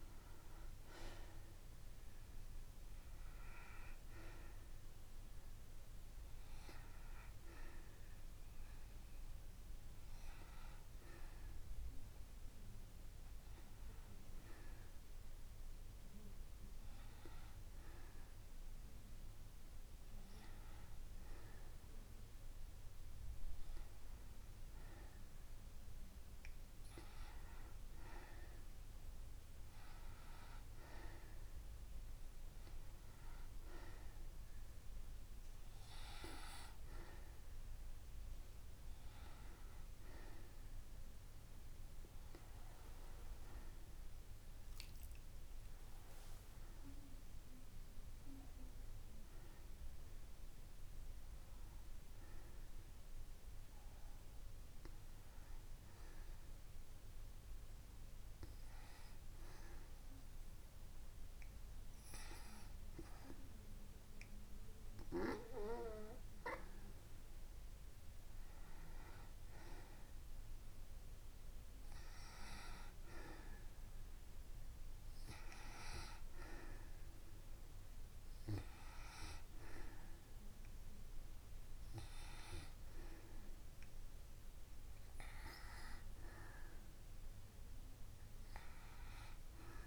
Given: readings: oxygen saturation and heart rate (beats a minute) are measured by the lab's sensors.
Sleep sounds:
breathing in sleep by a room microphone; 2
0.00-1.00 s: arousal
5.50-27.50 s: oxygen desaturation (device-marked, oxygen 95% before, 89% lowest)
8.00-20.50 s: hypopnea (oxygen 95% before, 89% lowest)
26.00-30.50 s: arousal
46.50-51.00 s: arousal
56.50-66.50 s: hypopnea (oxygen 93% before, 89% lowest)
69.50-73.50 s: arousal
84.50-89.87 s: oxygen desaturation (device-marked, oxygen 92% before, 89% lowest)
From the record:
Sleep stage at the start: N2 (light sleep); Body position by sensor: on the back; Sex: female

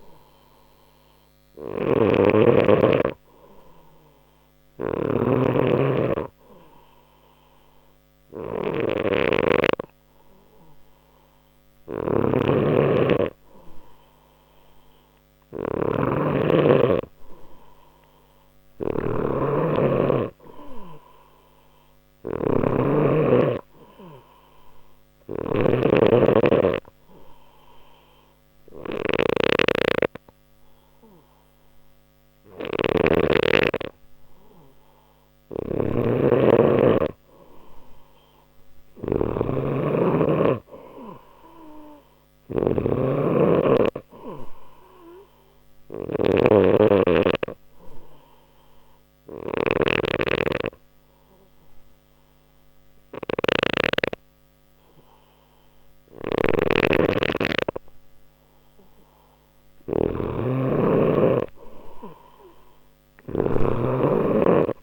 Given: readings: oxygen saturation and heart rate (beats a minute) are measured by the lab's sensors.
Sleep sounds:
breathing in sleep by a microphone on the trachea; 2
0.00-33.00 s: snoring (device-marked)
26.00-36.50 s: obstructive apnea (oxygen 97% before, 92% lowest, heart rate 60 before, 60 extreme, up 0 after)
35.00-64.83 s: snoring (device-marked)
38.50-41.50 s: arousal
46.00-58.50 s: obstructive apnea (oxygen 94% before, 91% lowest, heart rate 60 before, 60 extreme, up 0 after)
61.00-64.00 s: arousal
From the record:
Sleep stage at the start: N2 (light sleep); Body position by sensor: on the back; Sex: male

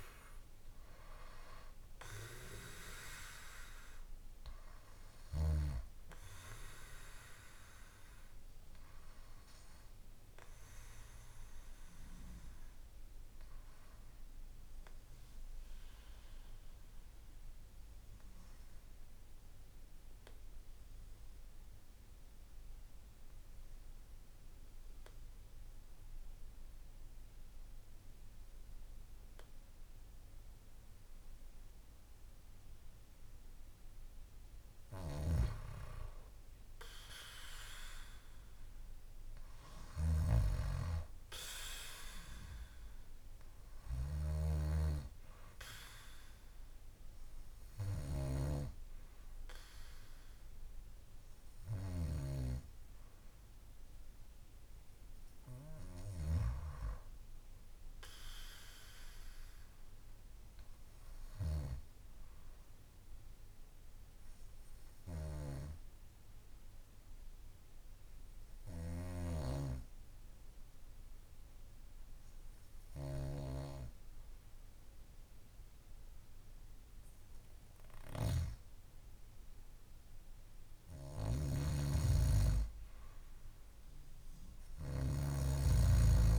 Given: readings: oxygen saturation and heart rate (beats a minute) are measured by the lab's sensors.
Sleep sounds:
breathing in sleep by a room microphone; 2
0.00-20.50 s: oxygen desaturation (device-marked, oxygen 85% lowest, heart rate 57 extreme)
4.00-33.00 s: obstructive apnea (oxygen 98% before, 85% lowest, heart rate 60 before, 57 extreme, up 3 after)
34.50-48.00 s: snoring (device-marked)
35.50-39.50 s: arousal
39.50-63.50 s: oxygen desaturation (device-marked, oxygen 98% before, 91% lowest, heart rate 58 before, 54 extreme)
58.00-80.50 s: obstructive apnea (oxygen 98% before, 88% lowest, heart rate 59 before, 54 extreme, up 3 after)
77.50-86.39 s: snoring (device-marked)
82.00-85.50 s: arousal
82.50-86.39 s: oxygen desaturation (device-marked, oxygen 95% before, 88% lowest, heart rate 56 before, 54 extreme)
From the record:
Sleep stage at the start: N2 (light sleep); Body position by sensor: on the back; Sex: male

